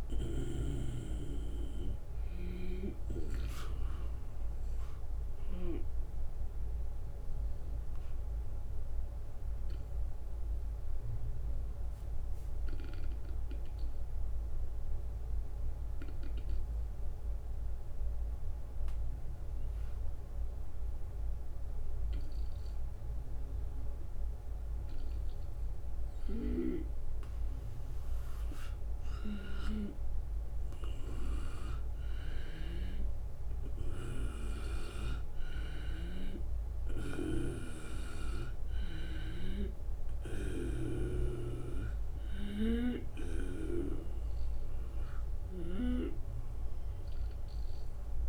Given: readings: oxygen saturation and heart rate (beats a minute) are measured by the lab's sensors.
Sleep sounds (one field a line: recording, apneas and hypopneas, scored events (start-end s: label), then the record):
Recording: breathing in sleep by a room microphone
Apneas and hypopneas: 1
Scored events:
0.00-5.50 s: snoring (device-marked)
7.00-25.00 s: obstructive apnea (oxygen 98% before, 93% lowest, heart rate 83 before, 76 extreme, up 4 after)
26.00-32.50 s: snoring (device-marked)
28.00-32.50 s: arousal
From the record:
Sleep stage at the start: N2 (light sleep)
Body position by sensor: on the right side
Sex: male